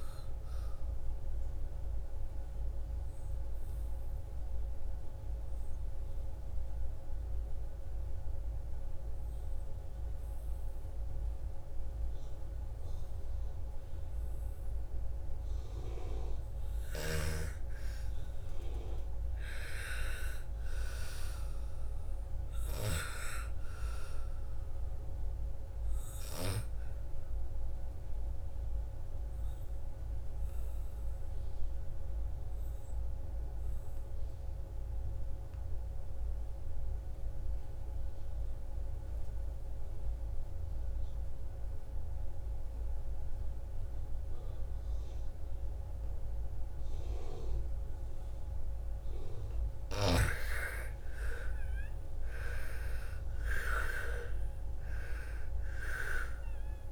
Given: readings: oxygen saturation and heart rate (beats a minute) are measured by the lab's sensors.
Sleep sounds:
breathing in sleep by a room microphone; 2
0.00-8.00 s: oxygen desaturation (device-marked, oxygen 89% lowest, heart rate 54 extreme)
0.50-15.50 s: obstructive apnea (oxygen 100% before, 81% lowest, heart rate 61 before, 54 extreme, up 11 after)
18.00-22.00 s: arousal
19.00-36.00 s: oxygen desaturation (device-marked, oxygen 99% before, 91% lowest, heart rate 58 before, 57 extreme)
26.00-48.00 s: obstructive apnea (oxygen 99% before, 81% lowest, heart rate 59 before, 54 extreme, up 11 after)
45.00-56.91 s: oxygen desaturation (device-marked, oxygen 97% before, 81% lowest, heart rate 61 before, 54 extreme)
49.00-53.50 s: arousal
From the record:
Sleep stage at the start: N2 (light sleep); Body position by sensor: on the back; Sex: female

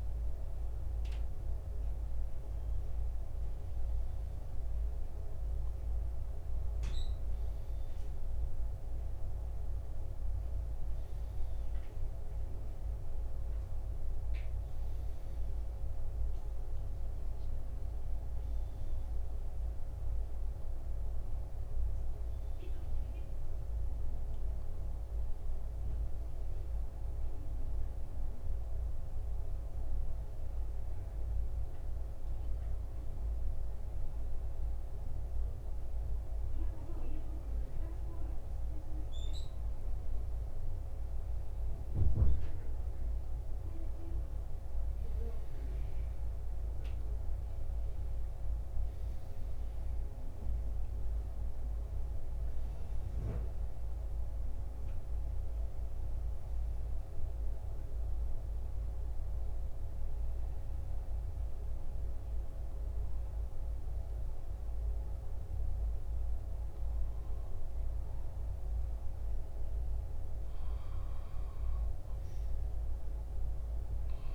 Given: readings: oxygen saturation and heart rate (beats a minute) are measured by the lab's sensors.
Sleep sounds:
breathing in sleep, hard to hear, by a room microphone; none
56.00-74.35 s: new sleep stage, N2 (light sleep)
From the record:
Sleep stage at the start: N1 (lightest sleep); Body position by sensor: on the back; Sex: male

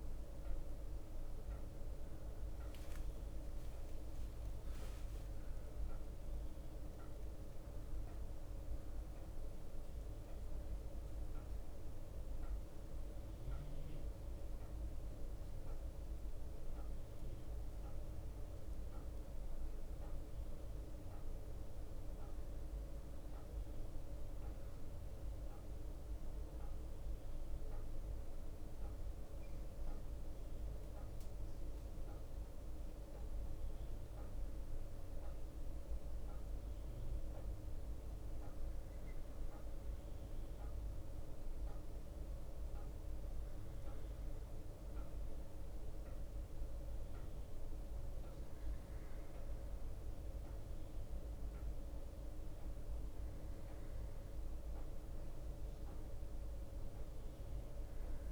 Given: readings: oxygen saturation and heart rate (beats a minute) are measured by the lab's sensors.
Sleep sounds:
a person partly awake in a sleep study, hard to hear, by a room microphone; 1
1.50-8.50 s: tachycardia (device-marked)
3.50-5.50 s: long interval between heartbeats (device-marked, heart rate 101 before, 93 extreme)
5.50-7.50 s: long interval between heartbeats (device-marked, heart rate 100 before, 131 extreme)
6.50-36.50 s: new sleep stage, N1 (lightest sleep)
16.50-36.50 s: bradycardia (device-marked, heart rate 31 before, 58 extreme)
25.50-37.00 s: hypopnea (oxygen 93% before, 89% lowest, heart rate 81 before, 58 extreme, up 2 after)
36.50-58.32 s: new sleep stage, N2 (light sleep)
37.50-40.50 s: bradycardia (device-marked, heart rate 33 before, 59 extreme)
40.50-45.00 s: arousal
42.50-58.32 s: bradycardia (device-marked, heart rate 33 before, 58 extreme)
From the record:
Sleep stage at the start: awake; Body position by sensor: on the right side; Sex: male

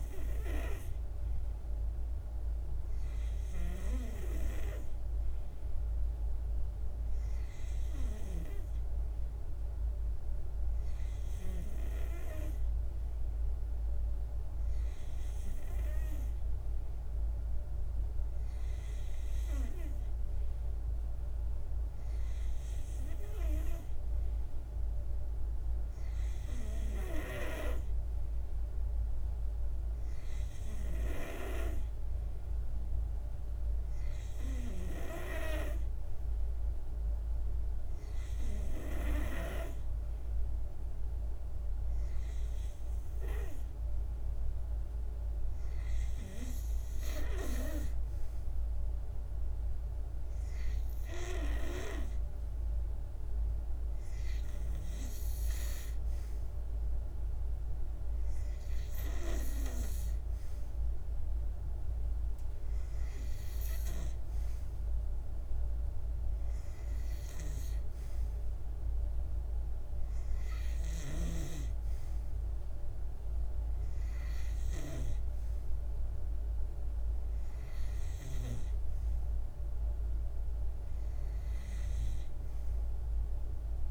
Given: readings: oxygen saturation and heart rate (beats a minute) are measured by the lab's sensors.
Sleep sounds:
breathing in sleep by a room microphone; none
none scored
From the record:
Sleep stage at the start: N2 (light sleep); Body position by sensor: on the back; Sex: male

